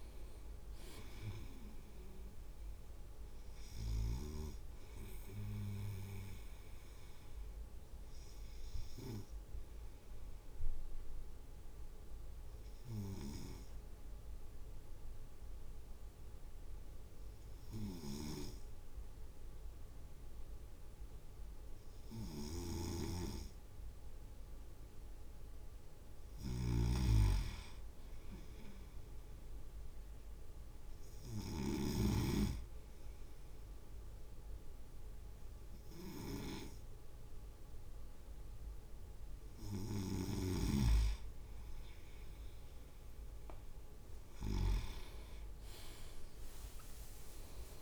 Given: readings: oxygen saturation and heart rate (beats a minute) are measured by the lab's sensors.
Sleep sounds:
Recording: breathing in sleep by a room microphone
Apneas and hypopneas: 1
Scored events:
6.00-24.00 s: obstructive apnea (oxygen 98% before, 97% lowest)
22.50-45.00 s: snoring (device-marked)
28.50-32.00 s: arousal
From the record:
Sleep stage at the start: N2 (light sleep)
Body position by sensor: on the right side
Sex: male

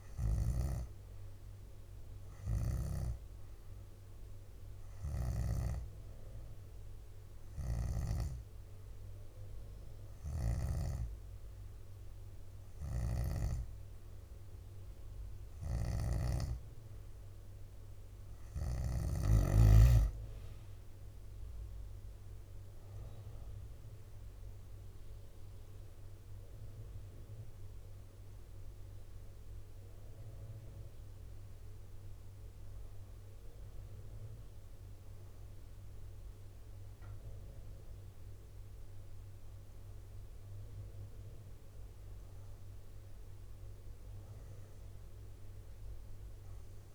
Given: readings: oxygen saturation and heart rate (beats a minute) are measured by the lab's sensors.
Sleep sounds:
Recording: breathing in sleep by a room microphone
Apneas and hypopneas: none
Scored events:
0.00-5.50 s: drop in pulse transit time (device-marked, heart rate 62 extreme)
10.00-13.50 s: snoring (device-marked)
12.50-14.50 s: leg movement (device-marked)
15.00-17.00 s: leg movement (device-marked)
15.50-19.00 s: snoring (device-marked)
17.50-46.95 s: new sleep stage, N2 (light sleep)
19.00-20.50 s: leg movement (device-marked)
21.00-25.50 s: arousal
21.50-38.50 s: drop in pulse transit time (device-marked, heart rate 66 before, 64 extreme)
From the record:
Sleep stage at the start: N3 (deep sleep)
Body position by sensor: on the back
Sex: female

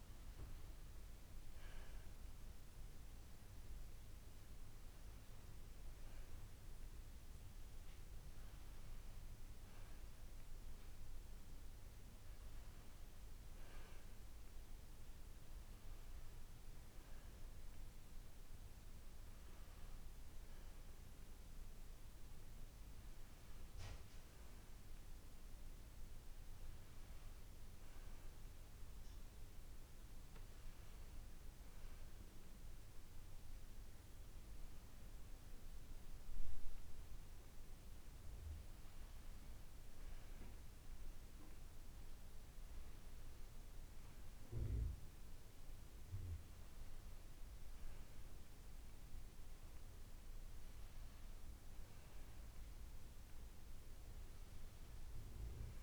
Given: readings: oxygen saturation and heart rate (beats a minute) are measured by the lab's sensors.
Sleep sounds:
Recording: a person awake in a sleep study, hard to hear, by a room microphone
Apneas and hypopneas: none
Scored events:
none scored
From the record:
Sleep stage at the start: awake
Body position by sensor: on the right side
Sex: male

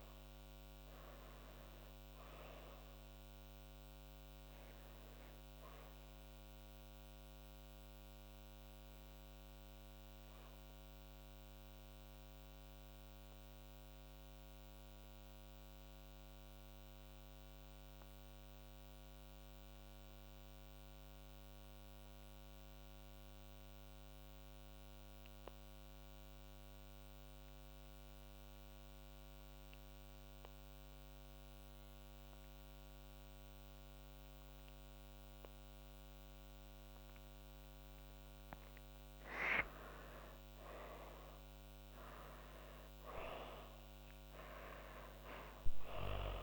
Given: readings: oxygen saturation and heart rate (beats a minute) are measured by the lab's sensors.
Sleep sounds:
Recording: breathing in sleep by a microphone on the trachea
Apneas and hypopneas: 1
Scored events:
0.00-19.50 s: oxygen desaturation (device-marked, oxygen 82% lowest)
8.50-37.50 s: obstructive apnea (oxygen 98% before, 82% lowest)
32.50-46.43 s: oxygen desaturation (device-marked, oxygen 99% before, 83% lowest)
39.00-43.50 s: arousal
From the record:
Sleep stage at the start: N2 (light sleep)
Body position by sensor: on the back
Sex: female

